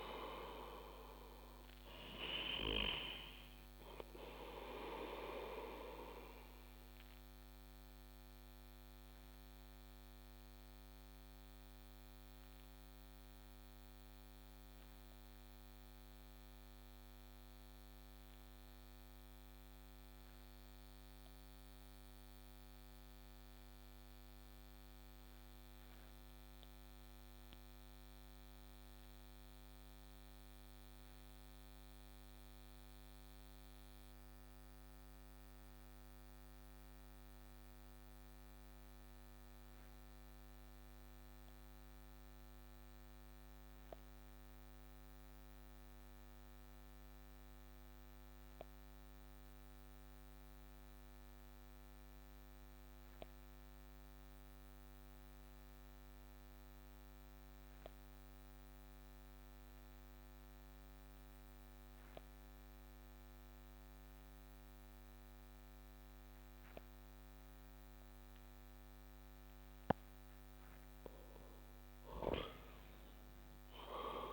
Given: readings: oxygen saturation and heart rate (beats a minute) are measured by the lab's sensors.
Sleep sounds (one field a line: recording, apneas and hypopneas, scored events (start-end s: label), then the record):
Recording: breathing in sleep by a microphone on the trachea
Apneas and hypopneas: 1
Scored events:
5.50-70.00 s: obstructive apnea (oxygen 96% before, 87% lowest)
50.00-51.00 s: oxygen desaturation (device-marked, oxygen 97% before, 95% lowest, heart rate 34 before, 28 extreme)
72.00-74.33 s: arousal
From the record:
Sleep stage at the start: REM sleep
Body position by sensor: on the back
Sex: male